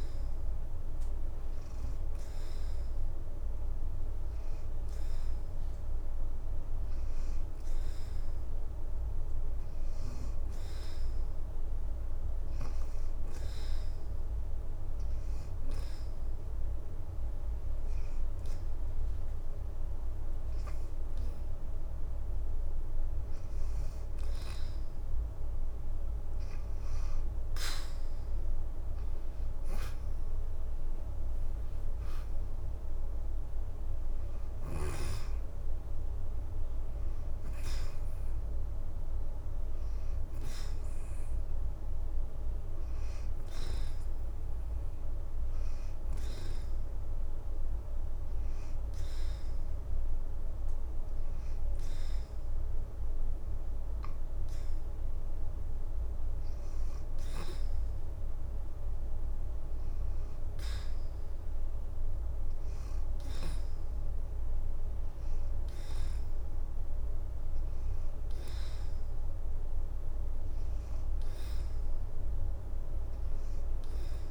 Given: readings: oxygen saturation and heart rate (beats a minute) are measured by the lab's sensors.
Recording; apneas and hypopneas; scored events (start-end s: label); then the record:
breathing in sleep, hard to hear, by a room microphone; 2
13.50-23.50 s: obstructive apnea (oxygen 90% before, 80% lowest, heart rate 84 before, 79 extreme, up 1 after)
14.50-25.50 s: oxygen desaturation (device-marked, oxygen 89% before, 86% lowest, heart rate 84 before, 78 extreme)
27.00-31.00 s: arousal
31.50-49.50 s: oxygen desaturation (device-marked, oxygen 88% before, 80% lowest, heart rate 84 before, 77 extreme)
46.00-56.00 s: hypopnea (oxygen 88% before, 84% lowest, heart rate 84 before, 78 extreme, up 7 after)
56.50-60.00 s: arousal
62.50-74.31 s: oxygen desaturation (device-marked, oxygen 93% before, 84% lowest, heart rate 80 before, 81 extreme)
From the record:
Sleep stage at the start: N2 (light sleep); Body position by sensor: on the back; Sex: female